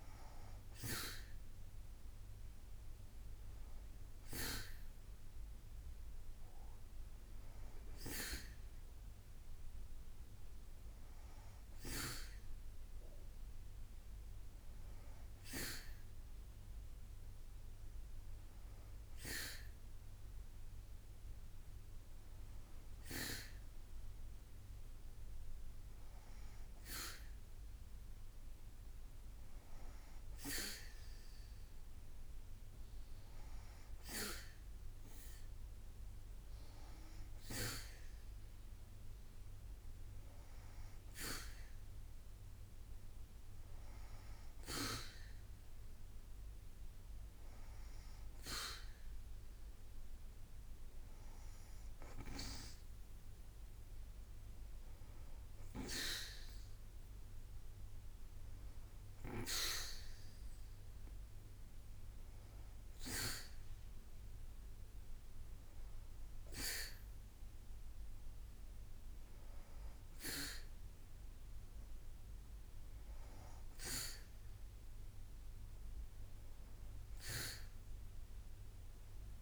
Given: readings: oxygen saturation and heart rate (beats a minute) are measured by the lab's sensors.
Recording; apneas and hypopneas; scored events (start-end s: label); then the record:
breathing in sleep by a room microphone; none
none scored
From the record:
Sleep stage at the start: N2 (light sleep); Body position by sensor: on the back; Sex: female